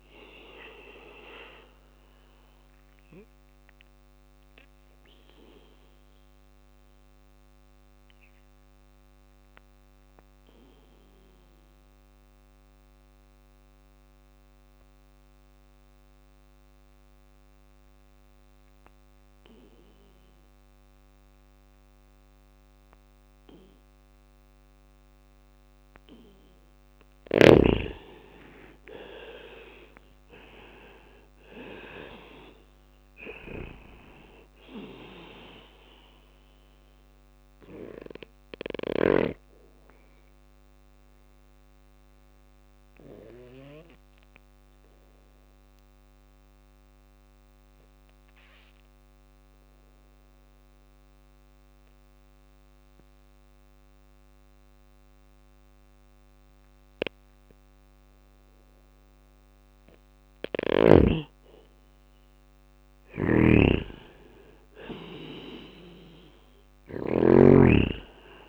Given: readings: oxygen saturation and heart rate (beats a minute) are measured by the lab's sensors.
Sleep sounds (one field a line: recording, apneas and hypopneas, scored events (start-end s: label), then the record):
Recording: breathing in sleep by a microphone on the trachea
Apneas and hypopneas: 2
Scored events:
0.00-4.50 s: drop in pulse transit time (device-marked, heart rate 60 extreme)
0.00-17.50 s: oxygen desaturation (device-marked, oxygen 92% lowest, heart rate 57 extreme)
1.50-9.50 s: bradycardia (device-marked, heart rate 60 before, 57 extreme)
2.50-24.00 s: obstructive apnea (oxygen 99% before, 90% lowest, heart rate 62 before, 57 extreme, up 4 after)
15.50-24.50 s: bradycardia (device-marked, heart rate 60 before, 58 extreme)
27.50-32.00 s: arousal
29.50-40.50 s: drop in pulse transit time (device-marked, heart rate 59 before, 59 extreme)
30.50-52.50 s: oxygen desaturation (device-marked, oxygen 99% before, 90% lowest, heart rate 59 before, 58 extreme)
36.50-44.50 s: bradycardia (device-marked, heart rate 60 before, 58 extreme)
38.50-57.50 s: obstructive apnea (oxygen 99% before, 90% lowest, heart rate 60 before, 57 extreme, up 0 after)
55.50-60.50 s: bradycardia (device-marked, heart rate 60 before, 59 extreme)
59.50-63.00 s: arousal
62.00-68.49 s: snoring (device-marked)
From the record:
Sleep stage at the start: N2 (light sleep)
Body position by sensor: on the back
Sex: male